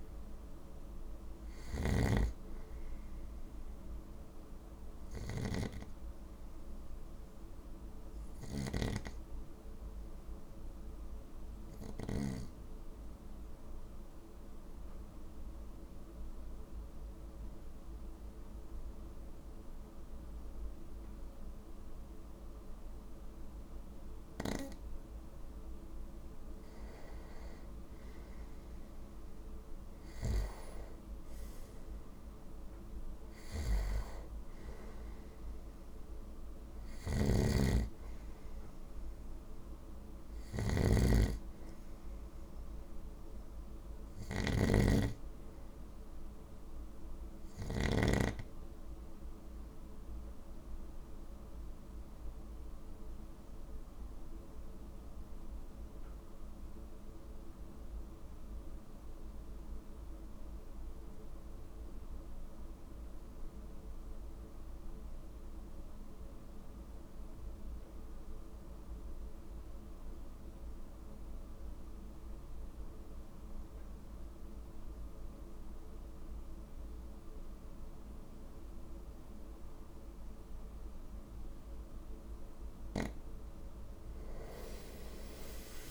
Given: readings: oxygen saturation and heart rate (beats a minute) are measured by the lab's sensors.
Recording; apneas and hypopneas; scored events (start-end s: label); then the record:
breathing in sleep by a room microphone; 2
1.50-8.50 s: snoring (device-marked)
7.00-25.50 s: obstructive apnea (oxygen 97% before, 94% lowest, heart rate 54 before, 50 extreme, up 5 after)
31.50-34.50 s: arousal
36.50-48.00 s: snoring (device-marked)
49.50-81.50 s: obstructive apnea (oxygen 98% before, 90% lowest, heart rate 54 before, 50 extreme, up 7 after)
75.00-85.91 s: oxygen desaturation (device-marked, oxygen 97% before, 93% lowest, heart rate 52 before, 49 extreme)
84.50-85.91 s: arousal
From the record:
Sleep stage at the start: N2 (light sleep); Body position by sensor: on the right side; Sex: male